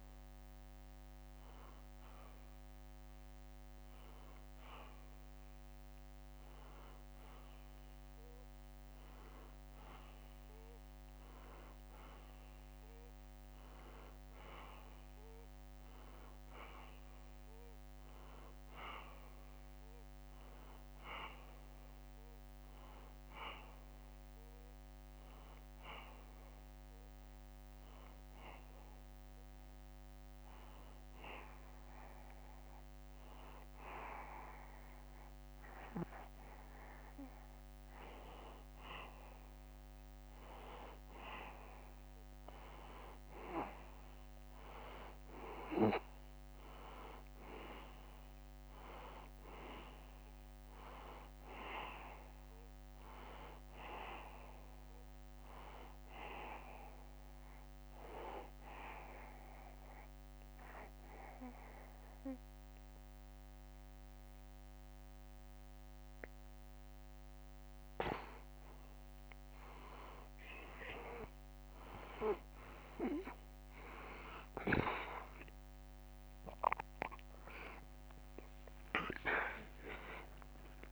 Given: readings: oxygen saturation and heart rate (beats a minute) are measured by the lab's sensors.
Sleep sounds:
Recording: breathing in sleep by a microphone on the trachea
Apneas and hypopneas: 2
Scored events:
20.50-24.00 s: arousal
27.00-37.50 s: hypopnea (oxygen 95% before, 89% lowest, heart rate 77 before, 74 extreme, up 1 after)
37.50-67.50 s: new sleep stage, N2 (light sleep)
38.50-42.50 s: arousal
43.50-62.50 s: oxygen desaturation (device-marked, oxygen 94% before, 91% lowest, heart rate 76 before, 73 extreme)
57.50-69.50 s: obstructive apnea (oxygen 94% before, 89% lowest, heart rate 75 before, 73 extreme, up 1 after)
67.50-80.92 s: new sleep stage, N1 (lightest sleep)
75.50-80.92 s: oxygen desaturation (device-marked, oxygen 94% before, 89% lowest, heart rate 75 before, 77 extreme)
77.00-80.92 s: arousal
77.50-79.50 s: long interval between heartbeats (device-marked, heart rate 75 before, 90 extreme)
77.50-80.92 s: drop in pulse transit time (device-marked, heart rate 75 before, 85 extreme)
From the record:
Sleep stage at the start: N1 (lightest sleep)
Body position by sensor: on the back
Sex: male

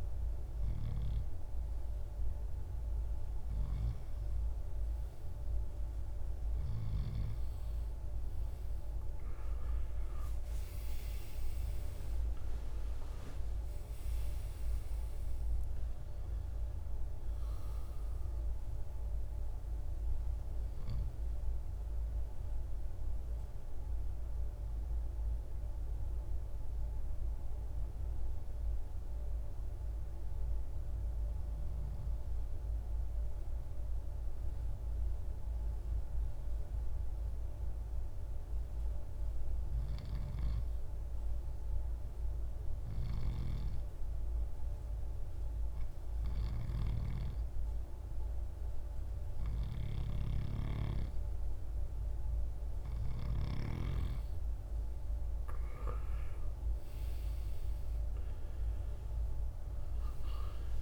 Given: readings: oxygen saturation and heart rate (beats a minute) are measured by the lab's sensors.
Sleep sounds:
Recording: breathing in sleep, hard to hear, by a room microphone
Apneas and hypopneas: 1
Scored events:
0.00-31.50 s: oxygen desaturation (device-marked, oxygen 92% lowest, heart rate 52 extreme)
25.00-52.50 s: hypopnea (oxygen 96% before, 90% lowest, heart rate 67 before, 51 extreme, up 11 after)
45.50-60.82 s: oxygen desaturation (device-marked, oxygen 98% before, 90% lowest, heart rate 55 before, 51 extreme)
54.00-58.50 s: arousal
From the record:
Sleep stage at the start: N2 (light sleep)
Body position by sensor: on the right side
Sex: male

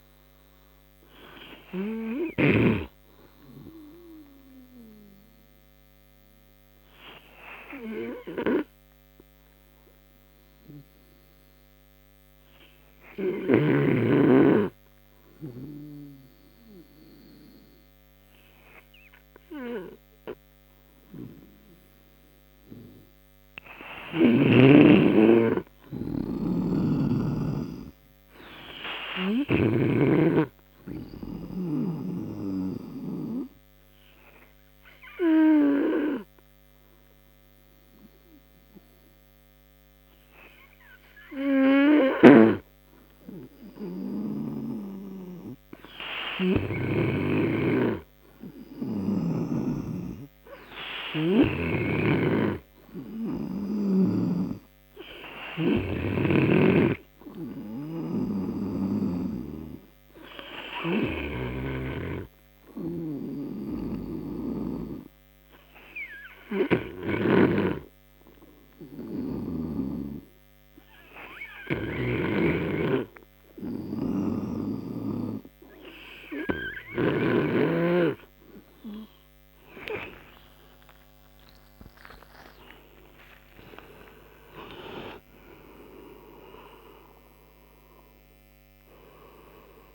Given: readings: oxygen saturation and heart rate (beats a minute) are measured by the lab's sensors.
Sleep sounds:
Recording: breathing in sleep by a microphone on the trachea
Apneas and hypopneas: 3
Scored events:
2.50-25.50 s: obstructive apnea (oxygen 96% before, 88% lowest, heart rate 77 before, 58 extreme, up 13 after)
24.50-30.50 s: snoring (device-marked)
26.50-29.00 s: arousal
27.50-47.50 s: oxygen desaturation (device-marked, oxygen 98% before, 88% lowest, heart rate 61 before, 64 extreme)
33.00-49.50 s: obstructive apnea (oxygen 99% before, 88% lowest, heart rate 64 before, 64 extreme, up 13 after)
49.50-66.50 s: oxygen desaturation (device-marked, oxygen 96% before, 89% lowest, heart rate 69 before, 64 extreme)
51.50-54.50 s: arousal
62.50-78.00 s: hypopnea (oxygen 96% before, 90% lowest, heart rate 72 before, 64 extreme)
78.50-85.50 s: tachycardia (device-marked, heart rate 68 before, 127 extreme)
80.50-83.50 s: arousal
82.50-89.95 s: oxygen desaturation (device-marked, oxygen 95% before, 90% lowest, heart rate 74 before, 58 extreme)
From the record:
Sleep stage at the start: N2 (light sleep)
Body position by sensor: on the right side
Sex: male

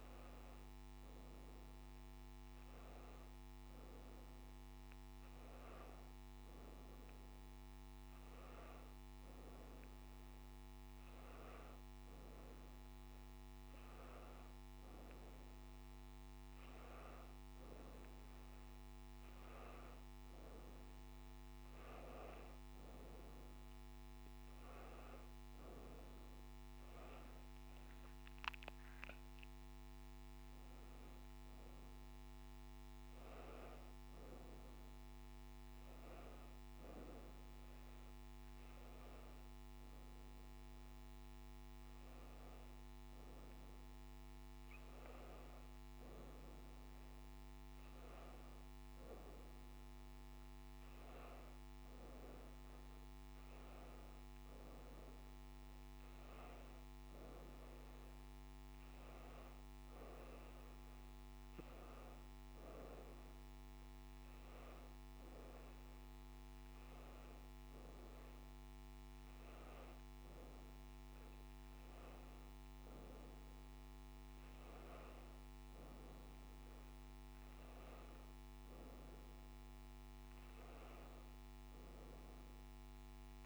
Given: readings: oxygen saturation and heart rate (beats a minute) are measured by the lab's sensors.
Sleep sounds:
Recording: breathing in sleep, hard to hear, by a microphone on the trachea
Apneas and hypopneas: none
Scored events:
31.50-36.50 s: arousal
From the record:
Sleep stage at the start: N1 (lightest sleep)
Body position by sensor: on the back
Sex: female

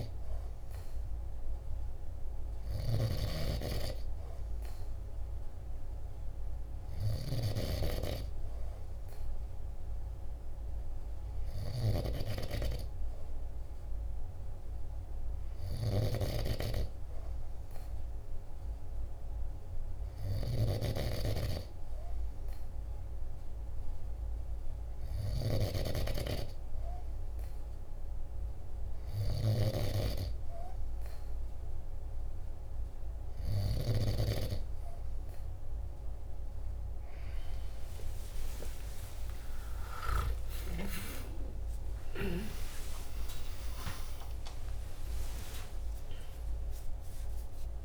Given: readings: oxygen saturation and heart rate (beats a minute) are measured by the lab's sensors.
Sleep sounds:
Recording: breathing in sleep by a room microphone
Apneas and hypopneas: none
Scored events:
0.00-11.50 s: snoring (device-marked)
19.50-33.00 s: snoring (device-marked)
40.00-47.00 s: arousal
From the record:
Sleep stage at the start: N2 (light sleep)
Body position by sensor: on the back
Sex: male

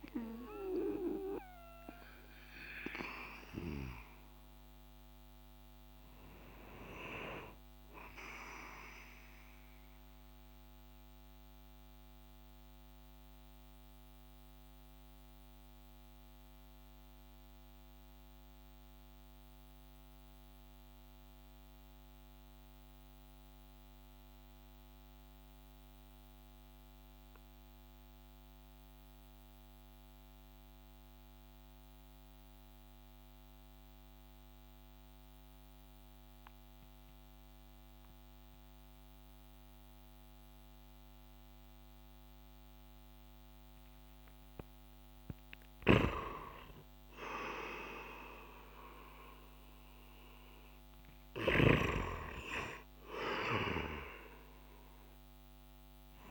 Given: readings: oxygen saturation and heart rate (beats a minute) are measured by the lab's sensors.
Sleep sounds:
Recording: breathing in sleep by a microphone on the trachea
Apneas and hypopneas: 1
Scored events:
10.00-43.00 s: mixed apnea (oxygen 97% before, 92% lowest)
37.00-43.00 s: oxygen desaturation (device-marked, oxygen 97% before, 95% lowest)
45.00-49.00 s: arousal
From the record:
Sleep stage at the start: N2 (light sleep)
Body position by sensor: on the back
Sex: male

